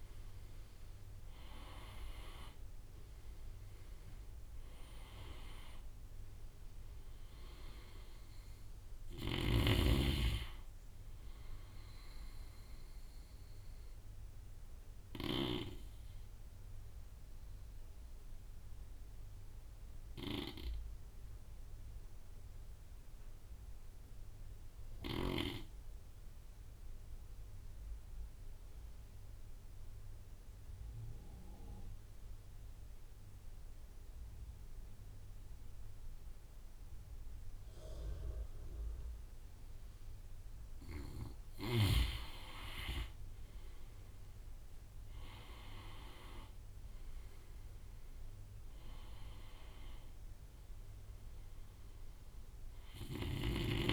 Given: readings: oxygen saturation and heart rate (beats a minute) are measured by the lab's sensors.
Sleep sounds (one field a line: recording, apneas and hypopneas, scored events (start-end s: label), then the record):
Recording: breathing in sleep by a room microphone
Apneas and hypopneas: 1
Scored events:
0.00-2.50 s: arousal
0.00-13.50 s: oxygen desaturation (device-marked, oxygen 85% lowest)
13.50-40.00 s: obstructive apnea (oxygen 97% before, 86% lowest)
30.50-53.93 s: oxygen desaturation (device-marked, oxygen 99% before, 86% lowest)
41.50-45.50 s: arousal
From the record:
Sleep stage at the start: N2 (light sleep)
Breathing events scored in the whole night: 243 in 4.0 hours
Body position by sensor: on the right side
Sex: male